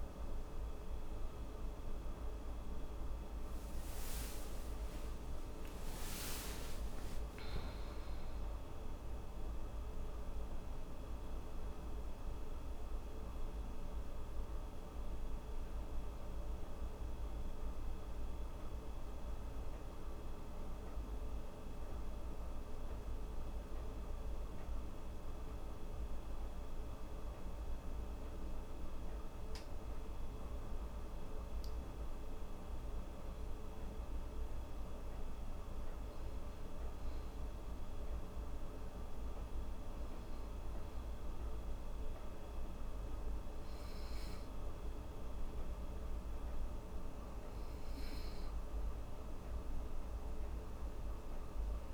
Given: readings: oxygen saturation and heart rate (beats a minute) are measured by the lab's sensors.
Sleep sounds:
breathing in sleep, hard to hear, by a room microphone; none
0.00-28.00 s: oxygen desaturation (device-marked, oxygen 88% lowest, heart rate 74 extreme)
5.00-9.00 s: arousal
From the record:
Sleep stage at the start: N2 (light sleep); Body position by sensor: on the back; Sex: female

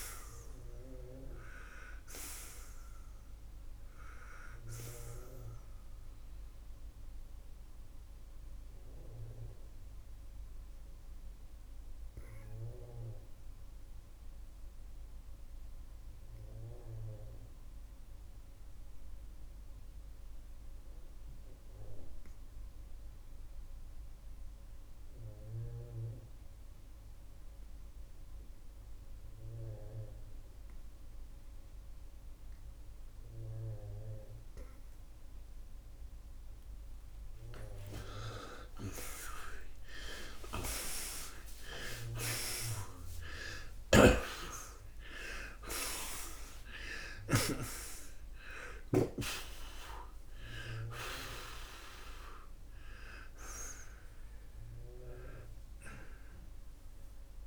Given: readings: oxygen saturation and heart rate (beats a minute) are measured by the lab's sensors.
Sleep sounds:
breathing in sleep by a room microphone; 1
7.00-36.50 s: obstructive apnea (oxygen 95% before, 82% lowest, heart rate 84 before, 66 extreme, up 44 after)
13.50-34.50 s: oxygen desaturation (device-marked, oxygen 94% before, 87% lowest, heart rate 87 before, 66 extreme)
40.00-45.50 s: arousal
43.50-47.50 s: snoring (device-marked)
From the record:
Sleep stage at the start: N2 (light sleep); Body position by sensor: on the right side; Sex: male

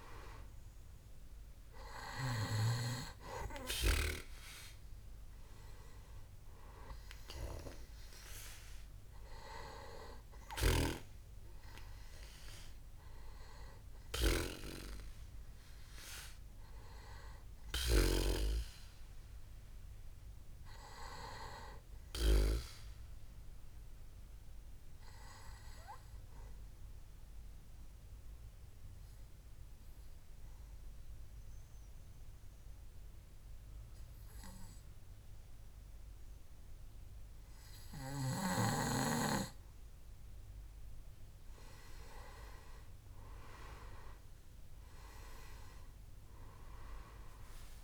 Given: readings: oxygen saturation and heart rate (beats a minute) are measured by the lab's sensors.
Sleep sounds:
breathing in sleep by a room microphone; 1
0.00-21.00 s: oxygen desaturation (device-marked, oxygen 93% lowest, heart rate 64 extreme)
24.00-40.00 s: obstructive apnea (oxygen 98% before, 90% lowest, heart rate 68 before, 64 extreme, up 9 after)
40.00-47.84 s: new sleep stage, N1 (lightest sleep)
45.00-47.84 s: oxygen desaturation (device-marked, oxygen 98% before, 90% lowest, heart rate 66 before, 65 extreme)
From the record:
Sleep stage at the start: N2 (light sleep); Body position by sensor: on the back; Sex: male

